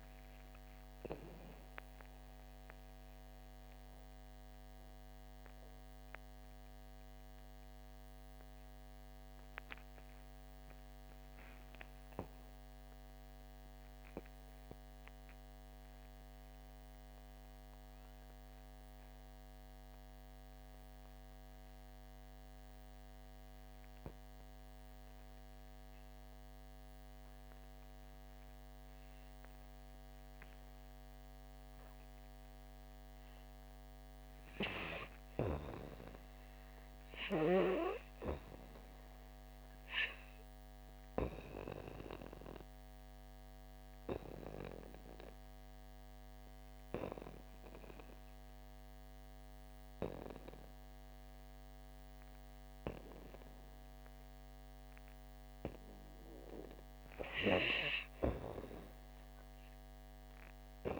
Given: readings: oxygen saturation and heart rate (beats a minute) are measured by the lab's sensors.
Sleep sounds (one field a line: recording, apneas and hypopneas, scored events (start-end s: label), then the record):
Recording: breathing in sleep by a microphone on the trachea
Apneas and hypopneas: 1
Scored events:
0.00-24.50 s: oxygen desaturation (device-marked, oxygen 67% lowest, heart rate 56 extreme)
2.50-55.50 s: mixed apnea (oxygen 96% before, 55% lowest, heart rate 78 before, 54 extreme)
31.50-61.00 s: oxygen desaturation (device-marked, oxygen 95% before, 63% lowest, heart rate 80 before, 54 extreme)
58.50-61.00 s: arousal
From the record:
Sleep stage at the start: REM sleep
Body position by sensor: on the back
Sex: female